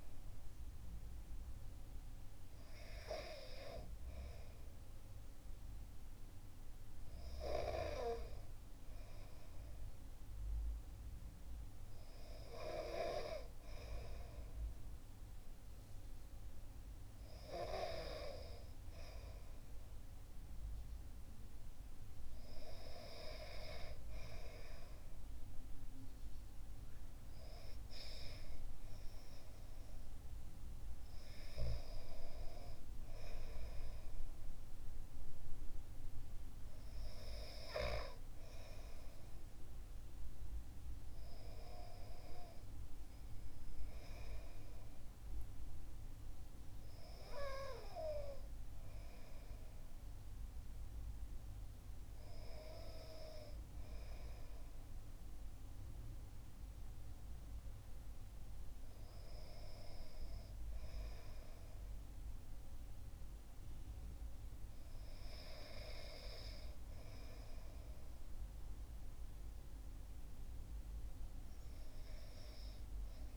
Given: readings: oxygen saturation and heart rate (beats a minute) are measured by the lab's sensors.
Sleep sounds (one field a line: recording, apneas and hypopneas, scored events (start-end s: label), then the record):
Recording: breathing in sleep by a room microphone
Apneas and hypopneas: none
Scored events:
none scored
From the record:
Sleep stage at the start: REM sleep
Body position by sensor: on the back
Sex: male